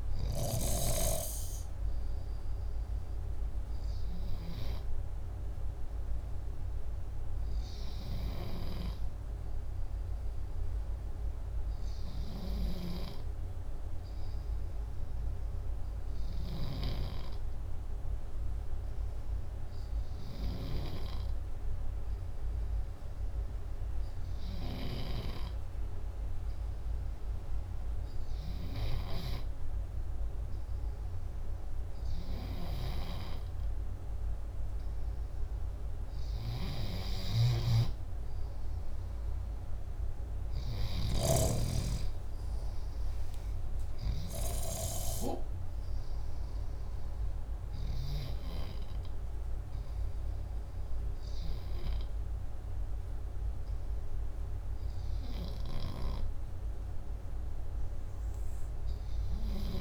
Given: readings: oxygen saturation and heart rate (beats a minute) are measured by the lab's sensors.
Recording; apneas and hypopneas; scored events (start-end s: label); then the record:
breathing in sleep by a room microphone; none
36.50-40.50 s: snoring (device-marked)
38.50-42.00 s: arousal
From the record:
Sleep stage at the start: N2 (light sleep); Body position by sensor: upright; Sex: male